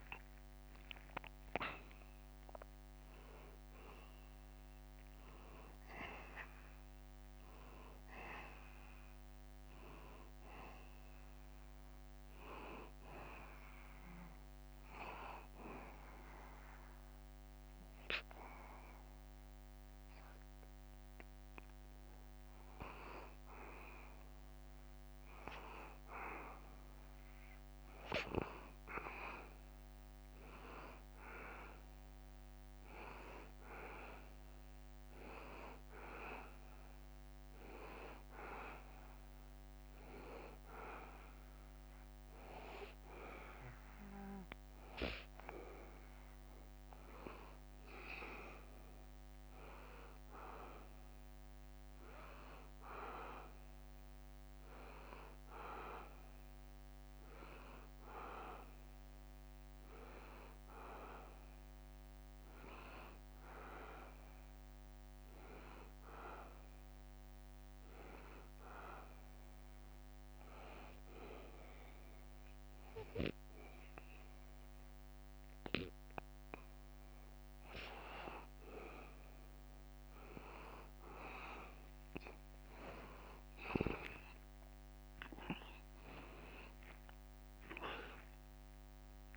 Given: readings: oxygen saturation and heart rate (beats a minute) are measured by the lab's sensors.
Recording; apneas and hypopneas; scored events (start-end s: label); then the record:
breathing in sleep by a microphone on the trachea; 3
0.00-7.50 s: oxygen desaturation (device-marked, oxygen 90% lowest, heart rate 79 extreme)
15.00-25.00 s: hypopnea (oxygen 94% before, 91% lowest, heart rate 84 before, 78 extreme, up 0 after)
28.50-32.50 s: arousal
37.50-49.50 s: hypopnea (oxygen 94% before, 89% lowest, heart rate 79 before, 78 extreme, up 3 after)
53.00-57.50 s: arousal
67.50-81.50 s: hypopnea (oxygen 93% before, 89% lowest, heart rate 81 before, 79 extreme, up 3 after)
87.00-89.36 s: arousal
From the record:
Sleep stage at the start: N2 (light sleep); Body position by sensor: on the back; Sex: male